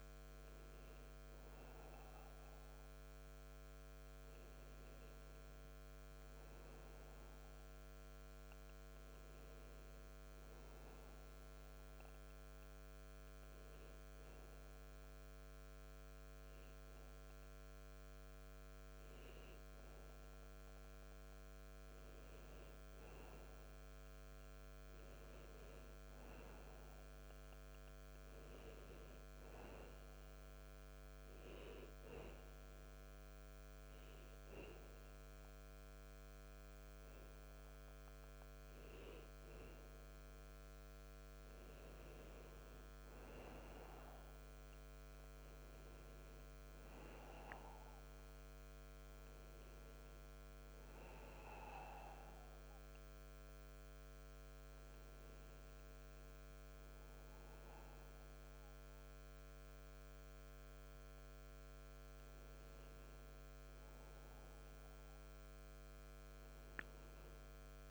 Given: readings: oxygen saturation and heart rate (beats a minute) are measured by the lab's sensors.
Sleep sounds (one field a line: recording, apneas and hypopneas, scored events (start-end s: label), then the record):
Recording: breathing in sleep, hard to hear, by a microphone on the trachea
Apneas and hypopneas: 2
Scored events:
1.50-5.00 s: arousal
10.00-20.00 s: hypopnea (oxygen 95% before, 91% lowest, heart rate 95 before, 67 extreme, up 1 after)
21.50-25.00 s: arousal
31.00-41.00 s: hypopnea (oxygen 94% before, 91% lowest, heart rate 82 before, 67 extreme, up 23 after)
43.00-58.00 s: oxygen desaturation (device-marked, oxygen 94% before, 91% lowest, heart rate 71 before, 67 extreme)
43.50-47.00 s: arousal
From the record:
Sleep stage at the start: N2 (light sleep)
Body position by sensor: on the back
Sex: male